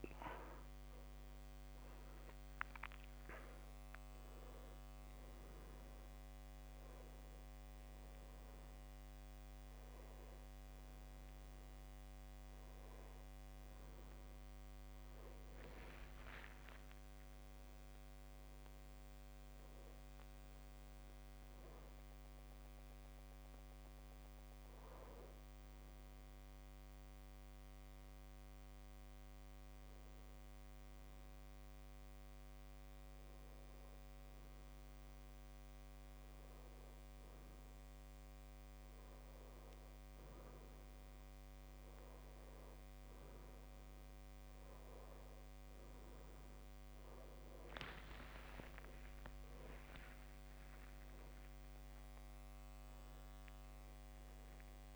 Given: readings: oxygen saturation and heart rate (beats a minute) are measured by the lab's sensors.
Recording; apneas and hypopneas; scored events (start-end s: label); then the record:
breathing in sleep by a microphone on the trachea; 1
0.00-3.00 s: arousal
14.50-18.50 s: drop in pulse transit time (device-marked)
22.00-24.00 s: long interval between heartbeats (device-marked)
22.00-25.00 s: arousal
27.00-40.00 s: hypopnea (oxygen 97% before, 95% lowest)
29.50-31.50 s: long interval between heartbeats (device-marked)
30.50-39.50 s: drop in pulse transit time (device-marked)
43.50-45.50 s: long interval between heartbeats (device-marked)
50.50-54.96 s: oxygen desaturation (device-marked, oxygen 98% before, 95% lowest)
51.50-53.50 s: drop in pulse transit time (device-marked)
From the record:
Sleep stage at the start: N2 (light sleep); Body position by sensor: on the back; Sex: male